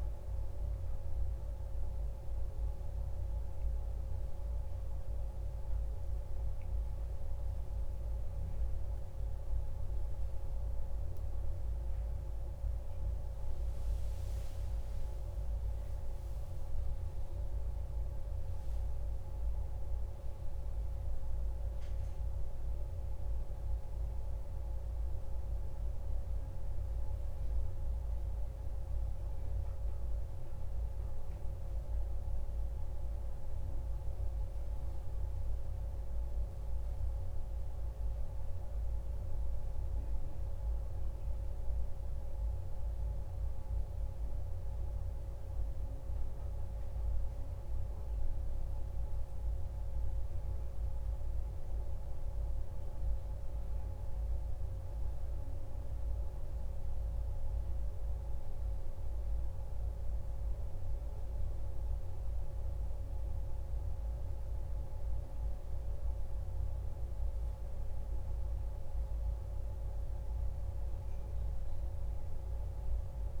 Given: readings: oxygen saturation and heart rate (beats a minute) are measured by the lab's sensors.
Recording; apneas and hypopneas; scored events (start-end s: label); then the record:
breathing in sleep, hard to hear, by a room microphone; none
3.50-8.00 s: arousal
From the record:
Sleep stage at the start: N1 (lightest sleep); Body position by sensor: on the back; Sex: male